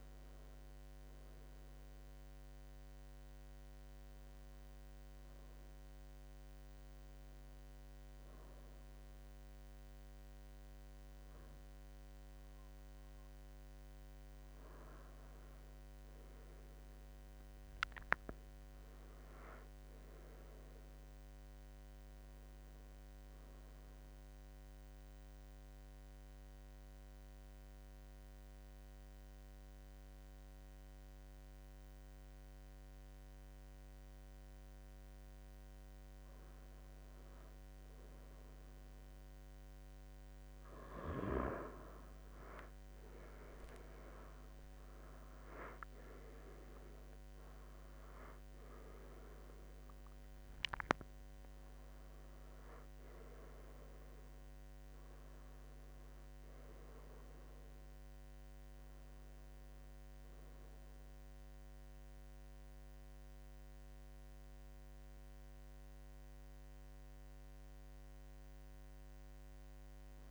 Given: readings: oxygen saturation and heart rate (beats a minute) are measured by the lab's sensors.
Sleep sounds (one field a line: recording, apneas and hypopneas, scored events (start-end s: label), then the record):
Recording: breathing in sleep, hard to hear, by a microphone on the trachea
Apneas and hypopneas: 1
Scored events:
17.50-21.00 s: arousal
22.50-36.00 s: obstructive apnea (oxygen 95% before, 91% lowest, heart rate 78 before, 72 extreme, up 12 after)
42.50-47.50 s: arousal
46.00-69.00 s: oxygen desaturation (device-marked, oxygen 95% before, 91% lowest, heart rate 78 before, 71 extreme)
From the record:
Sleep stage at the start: N2 (light sleep)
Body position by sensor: on the right side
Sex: male